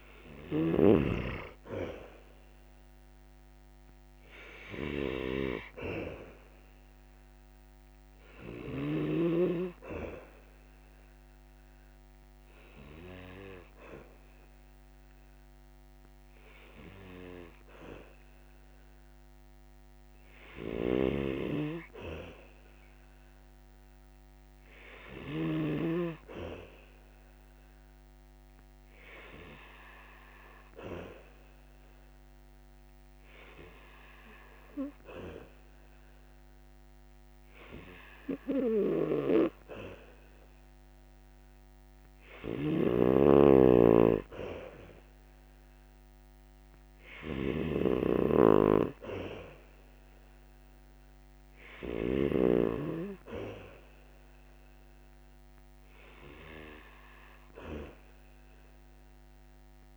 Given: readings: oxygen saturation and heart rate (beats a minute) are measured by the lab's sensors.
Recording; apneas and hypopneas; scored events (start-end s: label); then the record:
breathing in sleep by a microphone on the trachea; none
42.00-52.00 s: snoring (device-marked)
From the record:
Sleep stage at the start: N2 (light sleep); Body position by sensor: on the back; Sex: male